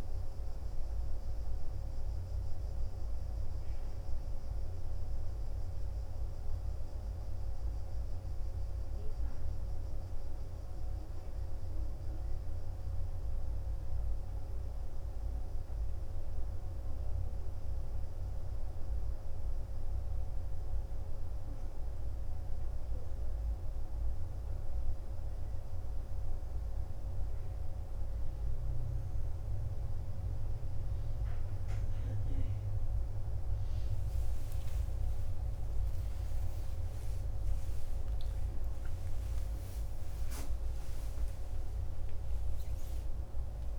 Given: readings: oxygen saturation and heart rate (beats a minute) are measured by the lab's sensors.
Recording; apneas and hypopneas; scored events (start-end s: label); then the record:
breathing in sleep, hard to hear, by a room microphone; 1
8.50-18.50 s: central apnea (oxygen 94% before, 92% lowest, heart rate 76 before, 43 extreme, up 5 after)
35.00-40.50 s: arousal
From the record:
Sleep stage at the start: N2 (light sleep); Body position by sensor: on the back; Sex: male